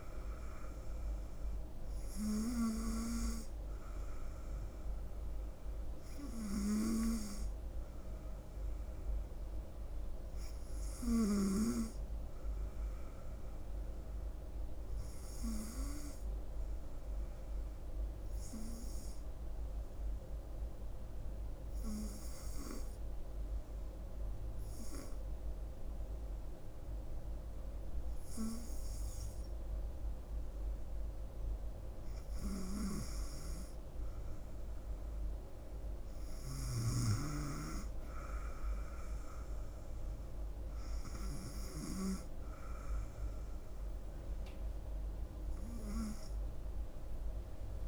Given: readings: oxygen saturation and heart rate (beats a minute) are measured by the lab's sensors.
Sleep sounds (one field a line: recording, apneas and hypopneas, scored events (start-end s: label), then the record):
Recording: breathing in sleep by a room microphone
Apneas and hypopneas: 1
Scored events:
0.00-23.00 s: oxygen desaturation (device-marked, oxygen 94% lowest, heart rate 67 extreme)
14.50-32.00 s: hypopnea (oxygen 97% before, 94% lowest, heart rate 69 before, 67 extreme, up 3 after)
35.50-40.00 s: arousal
From the record:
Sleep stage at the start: N2 (light sleep)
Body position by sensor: on the front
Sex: female